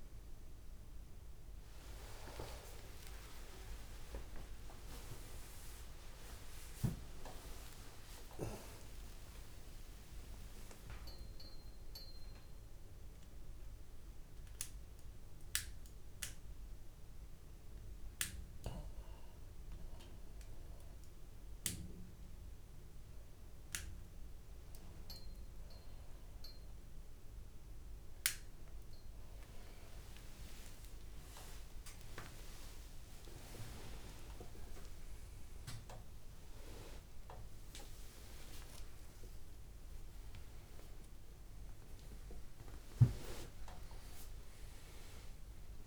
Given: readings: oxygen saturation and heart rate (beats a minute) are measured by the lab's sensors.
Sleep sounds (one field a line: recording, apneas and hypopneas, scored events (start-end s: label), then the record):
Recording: a person awake in a sleep study, by a room microphone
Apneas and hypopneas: none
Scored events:
0.00-5.50 s: oxygen desaturation (device-marked, oxygen 88% lowest, heart rate 84 extreme)
0.00-39.50 s: tachycardia (device-marked, heart rate 200 extreme)
29.50-45.87 s: oxygen desaturation (device-marked, oxygen 97% before, 93% lowest, heart rate 176 before, 36 extreme)
From the record:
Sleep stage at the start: awake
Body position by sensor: on the right side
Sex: male